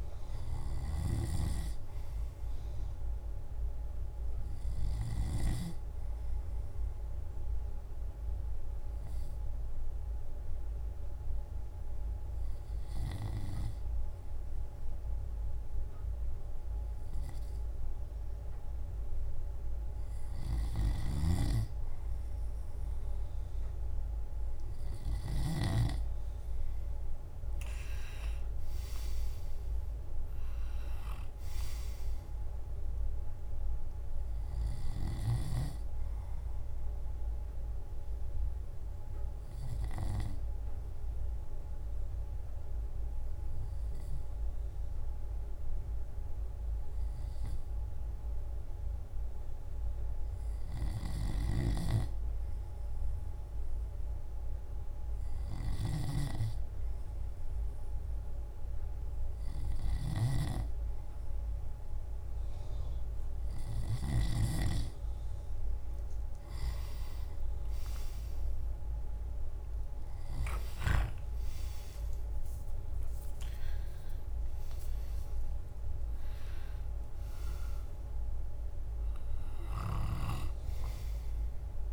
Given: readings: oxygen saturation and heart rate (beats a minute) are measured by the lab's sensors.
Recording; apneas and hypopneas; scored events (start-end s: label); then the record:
breathing in sleep by a room microphone; 2
0.00-1.00 s: arousal
0.00-6.00 s: drop in pulse transit time (device-marked, heart rate 53 extreme)
7.00-20.00 s: hypopnea (oxygen 97% before, 93% lowest, heart rate 60 before, 53 extreme, up 7 after)
22.00-25.50 s: arousal
27.00-41.00 s: drop in pulse transit time (device-marked, heart rate 57 before, 53 extreme)
38.50-50.00 s: obstructive apnea (oxygen 96% before, 93% lowest, heart rate 60 before, 53 extreme, up 6 after)
56.00-66.00 s: drop in pulse transit time (device-marked, heart rate 55 before, 57 extreme)
67.50-72.50 s: arousal
73.00-81.93 s: drop in pulse transit time (device-marked, heart rate 59 before, 57 extreme)
74.00-81.93 s: oxygen desaturation (device-marked, oxygen 96% before, 93% lowest, heart rate 60 before, 54 extreme)
From the record:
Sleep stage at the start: N2 (light sleep); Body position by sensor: on the left side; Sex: male